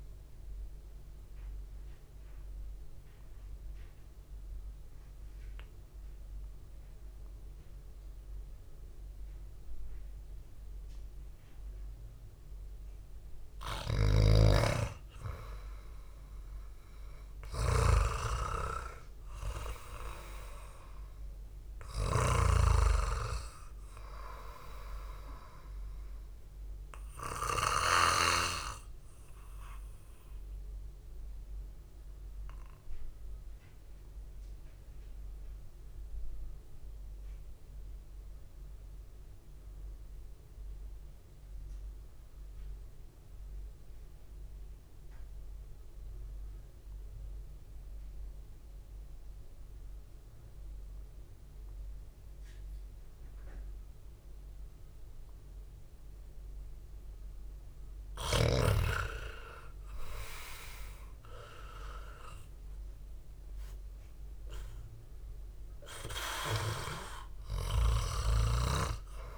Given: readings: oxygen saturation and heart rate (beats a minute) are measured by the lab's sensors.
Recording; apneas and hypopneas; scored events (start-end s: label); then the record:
breathing in sleep by a room microphone; 2
2.00-14.50 s: obstructive apnea (oxygen 98% before, 92% lowest, heart rate 70 before, 70 extreme, up 4 after)
14.50-23.00 s: snoring (device-marked)
16.50-21.00 s: arousal
25.00-33.00 s: oxygen desaturation (device-marked, oxygen 96% before, 93% lowest, heart rate 71 before, 62 extreme)
28.50-59.00 s: obstructive apnea (oxygen 98% before, 91% lowest, heart rate 71 before, 62 extreme, up 13 after)
59.50-63.50 s: arousal
61.00-69.38 s: oxygen desaturation (device-marked, oxygen 98% before, 91% lowest, heart rate 69 before, 58 extreme)
From the record:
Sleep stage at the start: REM sleep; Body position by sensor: on the back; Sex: male